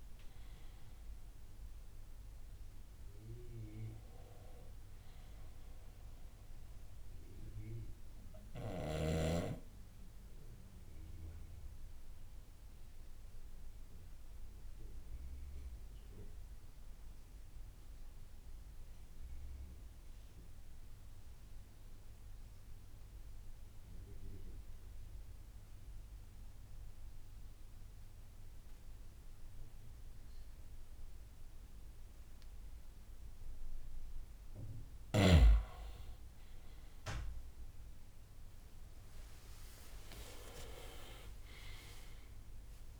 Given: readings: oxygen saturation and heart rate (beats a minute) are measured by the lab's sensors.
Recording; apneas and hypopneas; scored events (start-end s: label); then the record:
breathing in sleep by a room microphone; 1
0.00-8.50 s: drop in pulse transit time (device-marked, heart rate 58 extreme)
0.00-19.50 s: oxygen desaturation (device-marked, oxygen 93% lowest, heart rate 54 extreme)
6.50-26.50 s: bradycardia (device-marked, heart rate 61 before, 54 extreme)
10.00-31.50 s: obstructive apnea (oxygen 98% before, 92% lowest, heart rate 59 before, 55 extreme, up 5 after)
27.50-29.50 s: bradycardia (device-marked, heart rate 61 before, 58 extreme)
35.50-43.00 s: oxygen desaturation (device-marked, oxygen 98% before, 92% lowest, heart rate 58 before, 56 extreme)
38.50-43.00 s: drop in pulse transit time (device-marked, heart rate 59 before, 62 extreme)
38.50-43.00 s: new sleep stage, N1 (lightest sleep)
39.00-43.00 s: arousal
39.50-41.50 s: long interval between heartbeats (device-marked, heart rate 59 before, 69 extreme)
From the record:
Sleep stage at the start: N2 (light sleep); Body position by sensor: on the left side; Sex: male